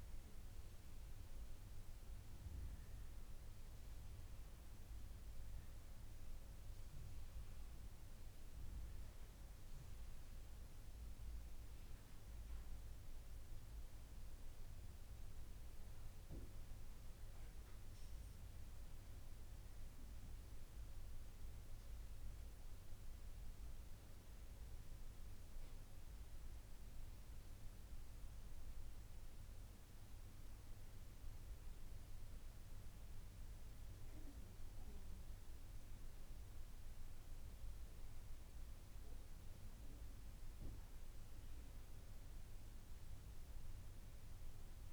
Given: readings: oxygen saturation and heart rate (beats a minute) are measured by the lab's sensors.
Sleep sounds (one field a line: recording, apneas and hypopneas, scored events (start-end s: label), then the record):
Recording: breathing in sleep, hard to hear, by a room microphone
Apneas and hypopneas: none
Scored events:
none scored
From the record:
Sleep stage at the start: N1 (lightest sleep)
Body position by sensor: on the back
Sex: female